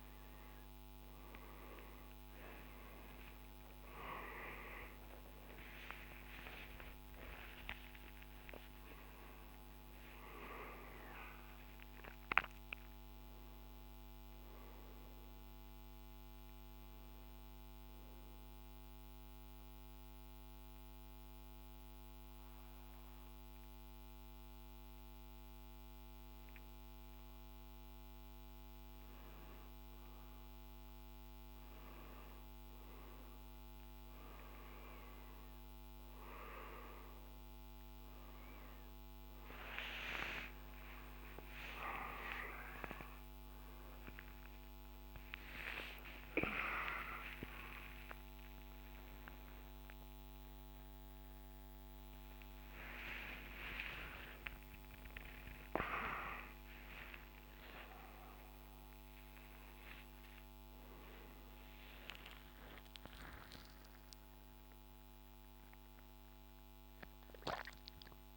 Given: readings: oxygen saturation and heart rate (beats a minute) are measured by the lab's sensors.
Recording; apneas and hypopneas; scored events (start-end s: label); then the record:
breathing in sleep by a microphone on the trachea; 1
0.50-7.50 s: arousal
18.00-29.00 s: mixed apnea (oxygen 97% before, 90% lowest, heart rate 81 before, 54 extreme, up 8 after)
36.00-47.00 s: oxygen desaturation (device-marked, oxygen 97% before, 90% lowest, heart rate 64 before, 66 extreme)
52.00-68.37 s: new sleep stage, awake
66.00-68.37 s: oxygen desaturation (device-marked, oxygen 98% before, 95% lowest, heart rate 76 before, 70 extreme)
From the record:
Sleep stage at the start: N1 (lightest sleep); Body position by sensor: on the right side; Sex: male